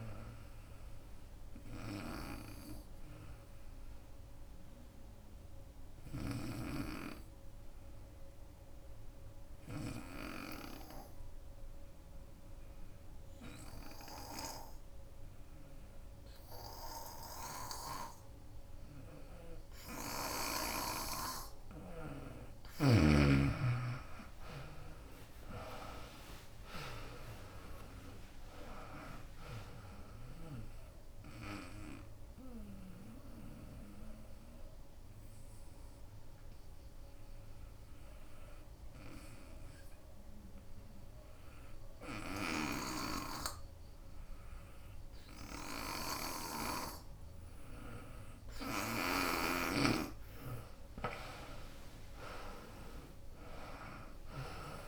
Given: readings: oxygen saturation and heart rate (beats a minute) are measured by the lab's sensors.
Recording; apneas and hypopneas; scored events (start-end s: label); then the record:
breathing in sleep by a room microphone; 2
0.00-4.50 s: drop in pulse transit time (device-marked, heart rate 73 extreme)
0.00-16.50 s: oxygen desaturation (device-marked, oxygen 86% lowest, heart rate 66 extreme)
5.50-22.00 s: obstructive apnea (oxygen 96% before, 85% lowest, heart rate 78 before, 66 extreme, up 18 after)
11.00-13.00 s: long interval between heartbeats (device-marked, heart rate 77 before, 75 extreme)
18.50-45.50 s: oxygen desaturation (device-marked, oxygen 97% before, 85% lowest, heart rate 74 before, 66 extreme)
23.50-27.50 s: arousal
23.50-36.50 s: drop in pulse transit time (device-marked, heart rate 72 before, 76 extreme)
24.00-26.00 s: long interval between heartbeats (device-marked, heart rate 72 before, 77 extreme)
33.00-50.00 s: obstructive apnea (oxygen 97% before, 85% lowest, heart rate 76 before, 66 extreme, up 22 after)
47.50-54.88 s: oxygen desaturation (device-marked, oxygen 96% before, 86% lowest, heart rate 77 before, 64 extreme)
50.50-54.88 s: drop in pulse transit time (device-marked, heart rate 75 before, 78 extreme)
51.50-54.88 s: arousal
From the record:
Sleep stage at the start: N2 (light sleep); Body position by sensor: on the right side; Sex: female